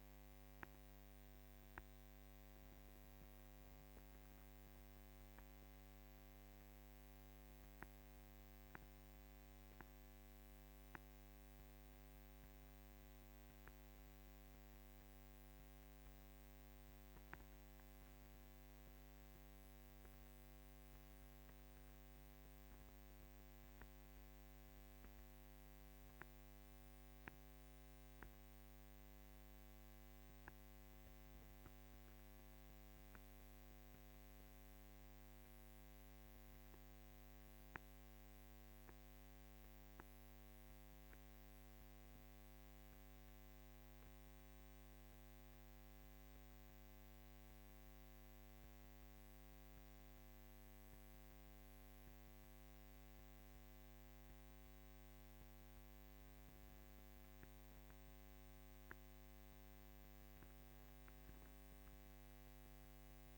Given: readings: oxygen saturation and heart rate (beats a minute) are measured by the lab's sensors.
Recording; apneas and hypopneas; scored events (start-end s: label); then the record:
breathing in sleep, hard to hear, by a microphone on the trachea; 1
38.00-56.00 s: central apnea (oxygen 99% before, 94% lowest, heart rate 59 before, 52 extreme, up 8 after)
56.50-63.38 s: oxygen desaturation (device-marked, oxygen 98% before, 94% lowest, heart rate 54 before, 47 extreme)
58.00-61.50 s: arousal
From the record:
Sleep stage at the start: N1 (lightest sleep); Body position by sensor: on the back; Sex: female